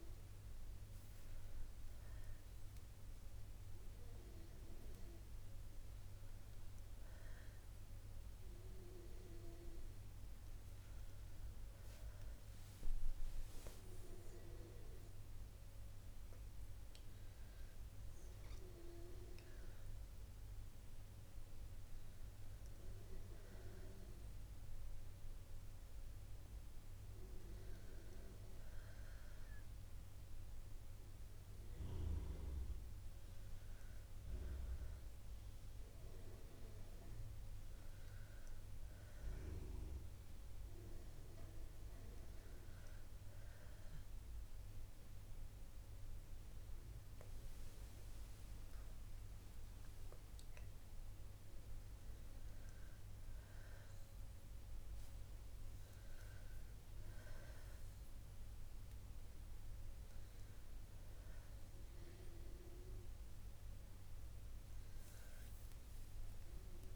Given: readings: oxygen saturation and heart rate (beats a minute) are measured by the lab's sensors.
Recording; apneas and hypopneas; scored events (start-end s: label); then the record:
breathing in sleep by a room microphone; 1
14.00-18.50 s: arousal
41.00-52.50 s: hypopnea (oxygen 95% before, 92% lowest, heart rate 60 before, 61 extreme, up 4 after)
62.00-66.96 s: oxygen desaturation (device-marked, oxygen 95% before, 92% lowest, heart rate 62 before, 61 extreme)
From the record:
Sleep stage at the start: N2 (light sleep); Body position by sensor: on the back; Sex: female